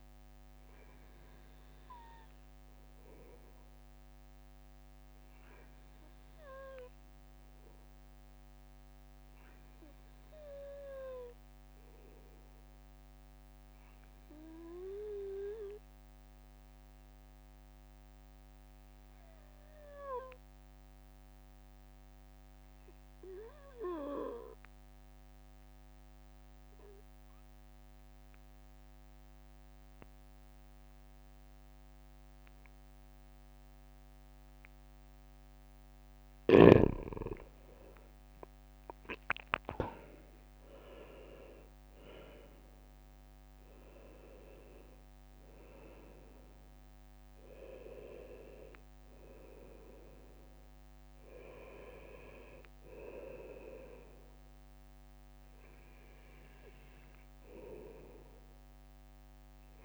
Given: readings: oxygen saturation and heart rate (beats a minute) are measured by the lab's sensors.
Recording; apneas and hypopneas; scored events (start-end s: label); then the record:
breathing in sleep by a microphone on the trachea; 1
6.00-9.00 s: arousal
12.00-35.50 s: obstructive apnea (oxygen 96% before, 94% lowest, heart rate 64 before, 62 extreme, up 8 after)
38.00-42.00 s: arousal
From the record:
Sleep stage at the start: N2 (light sleep); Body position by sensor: on the right side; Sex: male